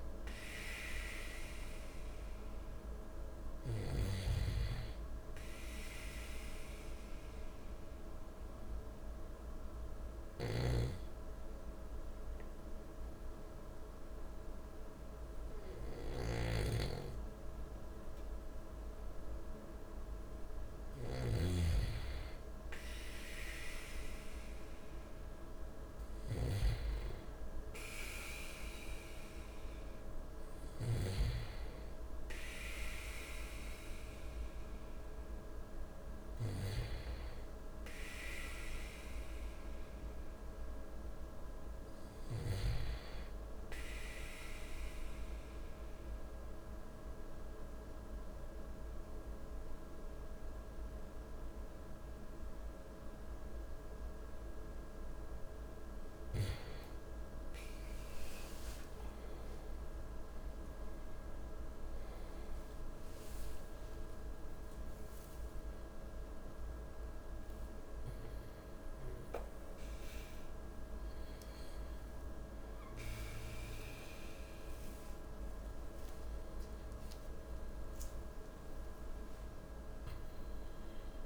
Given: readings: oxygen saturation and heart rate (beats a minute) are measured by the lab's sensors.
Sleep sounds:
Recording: breathing in sleep by a room microphone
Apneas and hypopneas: 2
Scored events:
6.00-20.50 s: obstructive apnea (oxygen 97% before, 95% lowest, heart rate 58 before, 53 extreme, up 3 after)
22.50-25.50 s: arousal
44.50-56.50 s: obstructive apnea (oxygen 97% before, 95% lowest, heart rate 56 before, 53 extreme, up 22 after)
57.50-62.00 s: arousal
From the record:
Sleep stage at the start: N2 (light sleep)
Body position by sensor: on the back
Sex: male

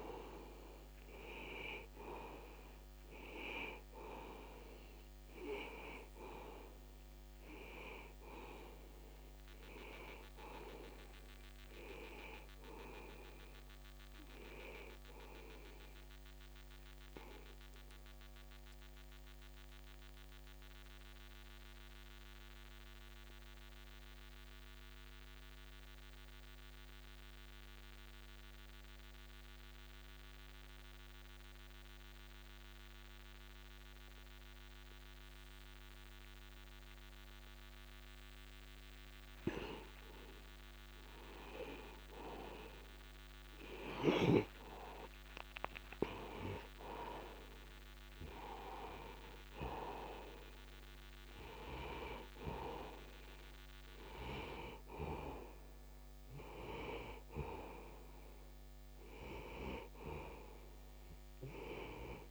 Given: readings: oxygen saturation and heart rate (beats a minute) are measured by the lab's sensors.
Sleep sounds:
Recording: breathing in sleep by a microphone on the trachea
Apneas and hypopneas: 1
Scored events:
0.00-16.00 s: oxygen desaturation (device-marked, oxygen 86% lowest, heart rate 61 extreme)
18.00-41.50 s: obstructive apnea (oxygen 95% before, 86% lowest, heart rate 62 before, 61 extreme, up 0 after)
44.00-47.50 s: arousal
47.00-62.31 s: oxygen desaturation (device-marked, oxygen 97% before, 86% lowest, heart rate 61 before, 61 extreme)
From the record:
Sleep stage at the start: N2 (light sleep)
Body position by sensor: on the back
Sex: male

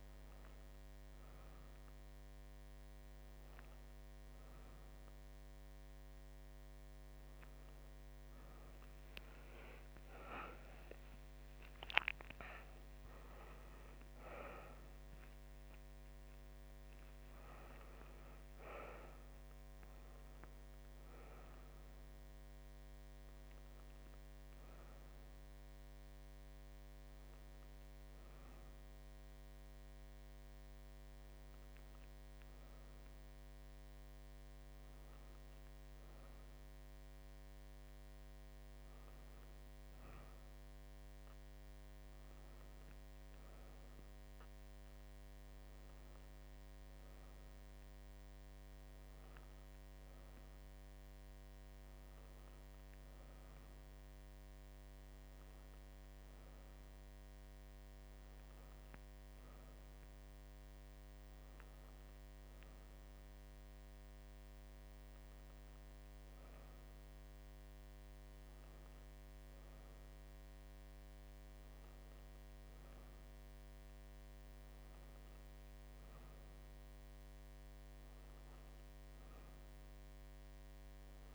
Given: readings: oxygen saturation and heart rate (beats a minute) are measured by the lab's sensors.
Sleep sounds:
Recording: breathing in sleep, hard to hear, by a microphone on the trachea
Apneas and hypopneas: none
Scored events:
10.50-15.00 s: arousal
From the record:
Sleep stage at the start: N1 (lightest sleep)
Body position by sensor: on the right side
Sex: female

